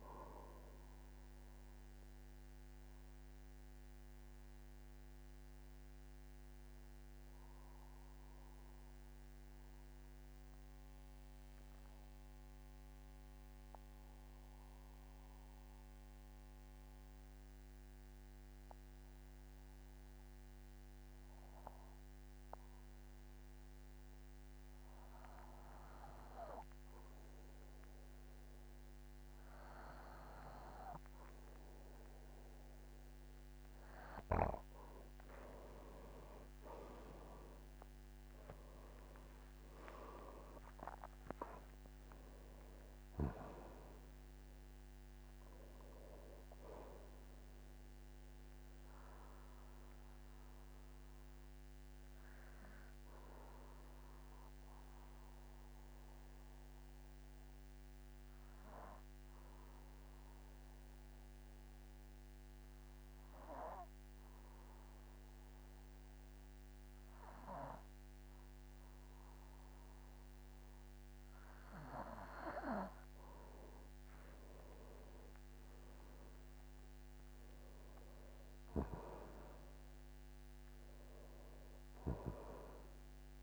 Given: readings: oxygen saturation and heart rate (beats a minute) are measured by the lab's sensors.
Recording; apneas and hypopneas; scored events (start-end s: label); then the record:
breathing in sleep by a microphone on the trachea; 2
0.00-17.50 s: oxygen desaturation (device-marked, oxygen 91% lowest, heart rate 45 extreme)
2.00-33.00 s: mixed apnea (oxygen 99% before, 90% lowest, heart rate 59 before, 44 extreme, up 16 after)
30.50-65.50 s: oxygen desaturation (device-marked, oxygen 99% before, 90% lowest, heart rate 49 before, 42 extreme)
36.00-41.00 s: arousal
48.50-73.00 s: obstructive apnea (oxygen 99% before, 90% lowest, heart rate 60 before, 42 extreme, up 19 after)
75.00-79.50 s: arousal
81.50-83.43 s: oxygen desaturation (device-marked, oxygen 99% before, 94% lowest, heart rate 50 before, 45 extreme)
From the record:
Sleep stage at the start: N2 (light sleep); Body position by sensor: on the back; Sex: male